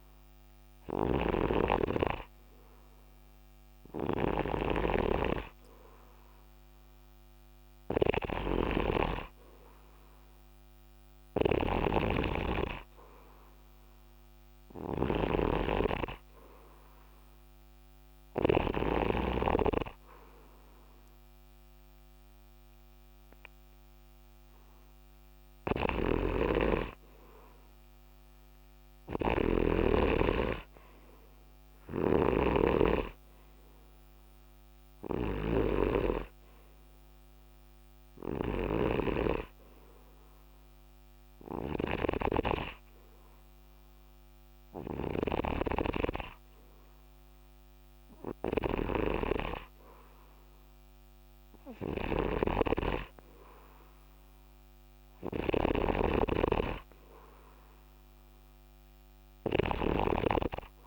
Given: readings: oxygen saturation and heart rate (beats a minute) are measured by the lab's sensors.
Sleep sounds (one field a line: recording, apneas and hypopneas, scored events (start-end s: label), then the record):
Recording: breathing in sleep by a microphone on the trachea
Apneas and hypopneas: 2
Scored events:
0.00-19.50 s: snoring (device-marked)
10.00-13.50 s: arousal
17.00-27.50 s: hypopnea (oxygen 91% before, 88% lowest, heart rate 78 before, 72 extreme, up 4 after)
26.00-60.87 s: snoring (device-marked)
28.00-32.00 s: arousal
40.50-53.50 s: hypopnea (oxygen 91% before, 88% lowest, heart rate 77 before, 72 extreme, up 4 after)
56.00-60.50 s: arousal
From the record:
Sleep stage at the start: N2 (light sleep)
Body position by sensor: on the right side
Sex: male